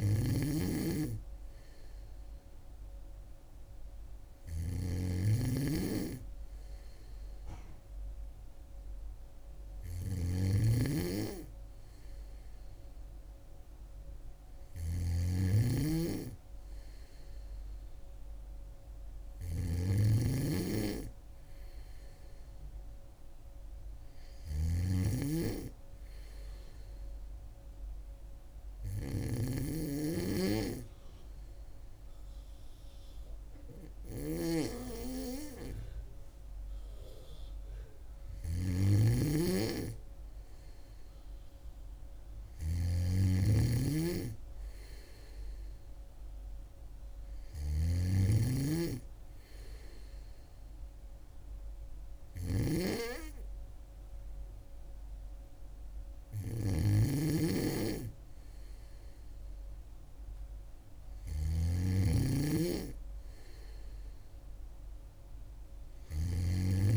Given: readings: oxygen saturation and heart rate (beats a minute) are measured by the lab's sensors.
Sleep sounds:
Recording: breathing in sleep by a room microphone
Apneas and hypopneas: none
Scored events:
0.00-66.97 s: snoring (device-marked)
From the record:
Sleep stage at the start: N2 (light sleep)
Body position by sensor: on the back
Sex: female

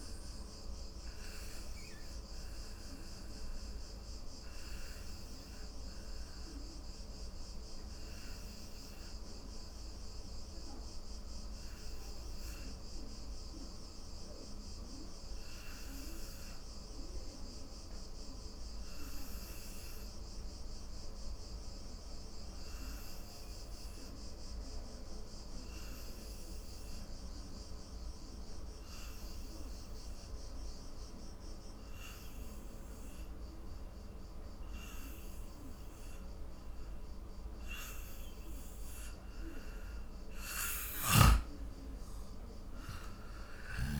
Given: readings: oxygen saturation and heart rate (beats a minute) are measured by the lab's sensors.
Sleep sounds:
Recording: a person awake in a sleep study, hard to hear, by a room microphone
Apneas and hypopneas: none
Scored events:
30.00-43.99 s: new sleep stage, N1 (lightest sleep)
41.00-43.99 s: snoring (device-marked)
From the record:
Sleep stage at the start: awake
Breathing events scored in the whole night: 227 in 5.8 hours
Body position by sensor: on the back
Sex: male

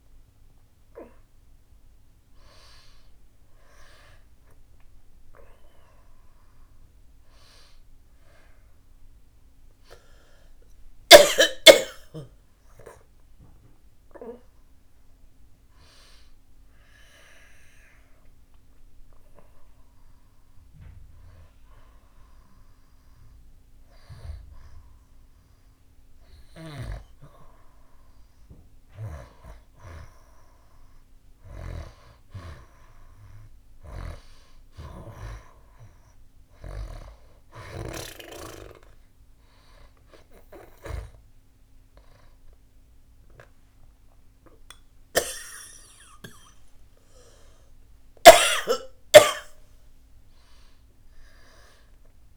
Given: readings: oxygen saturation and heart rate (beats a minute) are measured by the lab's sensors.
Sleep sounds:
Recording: breathing in sleep by a room microphone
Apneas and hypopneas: 1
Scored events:
0.00-9.00 s: oxygen desaturation (device-marked, oxygen 90% lowest, heart rate 75 extreme)
11.50-15.00 s: arousal
17.00-28.50 s: hypopnea (oxygen 95% before, 91% lowest, heart rate 89 before, 75 extreme, up 5 after)
31.00-34.50 s: arousal
37.00-52.37 s: oxygen desaturation (device-marked, oxygen 96% before, 91% lowest, heart rate 79 before, 80 extreme)
From the record:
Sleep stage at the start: N2 (light sleep)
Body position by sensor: on the back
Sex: female

